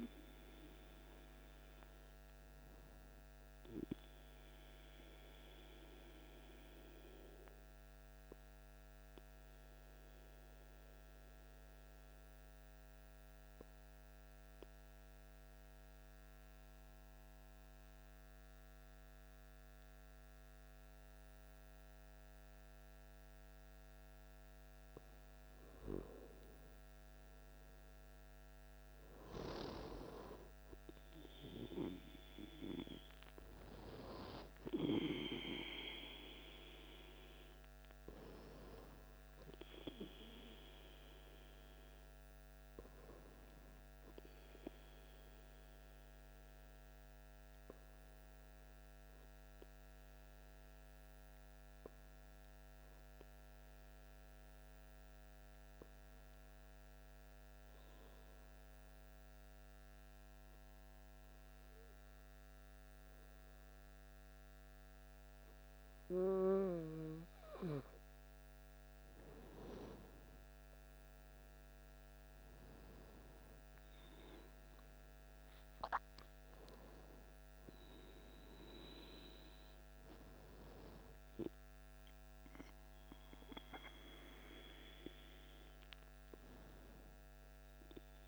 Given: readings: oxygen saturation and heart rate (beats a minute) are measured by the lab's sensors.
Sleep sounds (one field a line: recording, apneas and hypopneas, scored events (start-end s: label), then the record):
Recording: breathing in sleep by a microphone on the trachea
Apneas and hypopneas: 2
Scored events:
0.00-1.00 s: oxygen desaturation (device-marked, oxygen 92% lowest, heart rate 54 extreme)
7.00-26.50 s: obstructive apnea (oxygen 96% before, 93% lowest, heart rate 58 before, 52 extreme, up 4 after)
29.00-32.50 s: arousal
45.50-67.50 s: obstructive apnea (oxygen 100% before, 95% lowest, heart rate 55 before, 53 extreme, up 7 after)
71.50-77.00 s: arousal
77.00-86.00 s: oxygen desaturation (device-marked, oxygen 99% before, 95% lowest, heart rate 57 before, 52 extreme)
From the record:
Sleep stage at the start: N2 (light sleep)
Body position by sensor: on the back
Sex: male